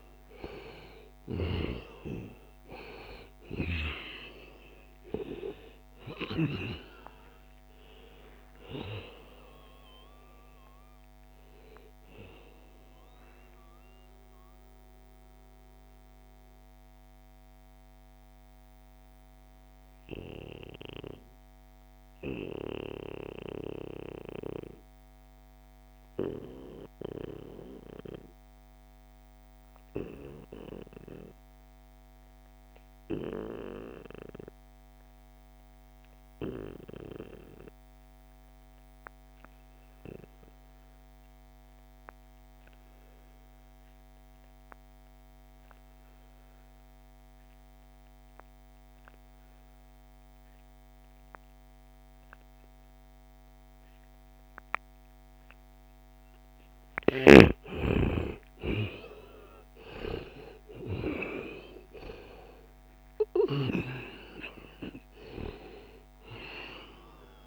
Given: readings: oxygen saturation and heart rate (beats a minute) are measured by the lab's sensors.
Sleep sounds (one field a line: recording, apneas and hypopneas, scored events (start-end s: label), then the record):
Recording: breathing in sleep by a microphone on the trachea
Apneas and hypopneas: 1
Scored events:
0.00-0.50 s: snoring (device-marked)
0.00-24.00 s: oxygen desaturation (device-marked, oxygen 98% before, 89% lowest, heart rate 74 before, 62 extreme)
0.50-6.50 s: arousal
12.00-55.00 s: mixed apnea (oxygen 98% before, 86% lowest, heart rate 73 before, 60 extreme, up 11 after)
42.00-67.46 s: oxygen desaturation (device-marked, oxygen 97% before, 86% lowest, heart rate 67 before, 60 extreme)
57.00-62.50 s: arousal
From the record:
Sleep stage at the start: N2 (light sleep)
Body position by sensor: on the back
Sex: male